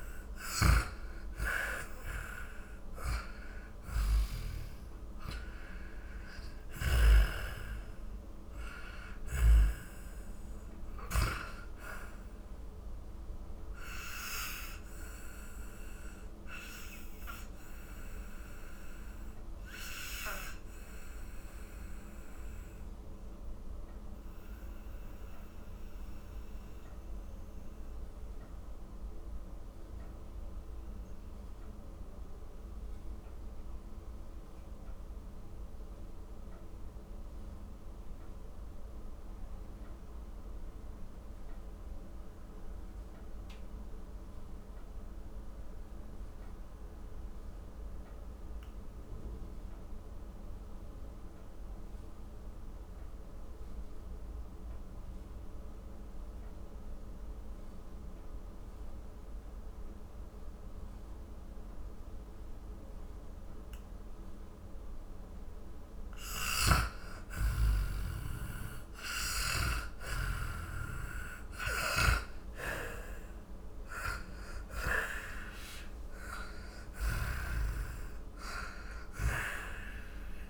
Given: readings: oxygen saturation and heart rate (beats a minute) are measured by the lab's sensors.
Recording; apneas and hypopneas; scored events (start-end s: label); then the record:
breathing in sleep by a room microphone; 1
0.00-1.00 s: arousal
0.00-4.50 s: snoring (device-marked)
0.00-43.00 s: oxygen desaturation (device-marked, oxygen 83% lowest, heart rate 48 extreme)
14.50-66.00 s: mixed apnea (oxygen 96% before, 83% lowest, heart rate 69 before, 48 extreme, up 22 after)
60.00-80.50 s: oxygen desaturation (device-marked, oxygen 99% before, 84% lowest, heart rate 54 before, 43 extreme)
66.00-70.50 s: snoring (device-marked)
67.50-72.50 s: arousal
77.00-80.50 s: snoring (device-marked)
From the record:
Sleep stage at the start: N2 (light sleep); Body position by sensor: on the back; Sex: male